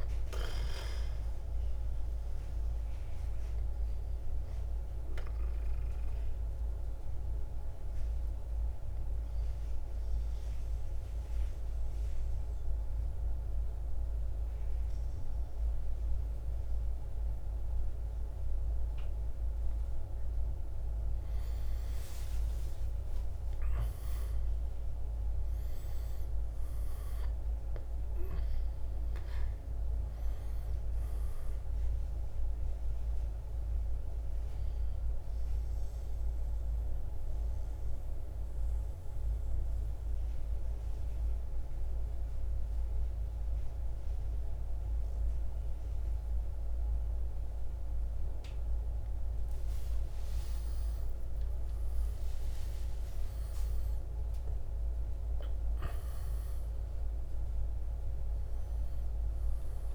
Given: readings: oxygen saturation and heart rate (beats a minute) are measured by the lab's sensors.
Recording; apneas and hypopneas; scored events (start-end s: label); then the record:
breathing in sleep, hard to hear, by a room microphone; 2
0.00-8.50 s: drop in pulse transit time (device-marked, heart rate 56 extreme)
0.00-18.50 s: oxygen desaturation (device-marked, oxygen 91% lowest, heart rate 55 extreme)
0.50-19.00 s: obstructive apnea (oxygen 97% before, 91% lowest, heart rate 58 before, 55 extreme, up 7 after)
20.00-25.00 s: arousal
24.50-37.50 s: drop in pulse transit time (device-marked, heart rate 57 before, 57 extreme)
30.50-49.50 s: oxygen desaturation (device-marked, oxygen 97% before, 91% lowest, heart rate 58 before, 55 extreme)
32.00-49.50 s: obstructive apnea (oxygen 97% before, 91% lowest, heart rate 58 before, 55 extreme, up 21 after)
49.50-55.00 s: arousal
55.50-59.95 s: drop in pulse transit time (device-marked, heart rate 62 before, 61 extreme)
From the record:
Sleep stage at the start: N2 (light sleep); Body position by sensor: on the right side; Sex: male